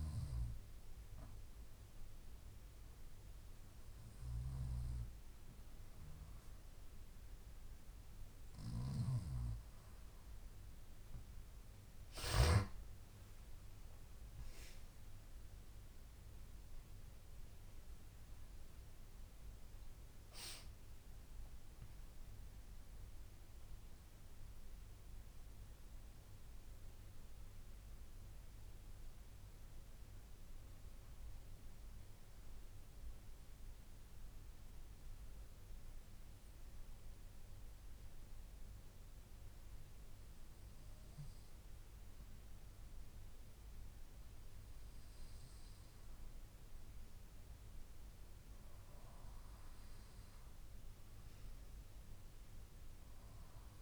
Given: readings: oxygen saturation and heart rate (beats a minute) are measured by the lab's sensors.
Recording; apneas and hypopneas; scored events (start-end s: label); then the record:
breathing in sleep by a room microphone; 1
13.00-17.50 s: arousal
30.00-41.00 s: obstructive apnea (oxygen 94% before, 93% lowest)
44.00-48.50 s: arousal
From the record:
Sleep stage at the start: N2 (light sleep); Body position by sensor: on the left side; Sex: female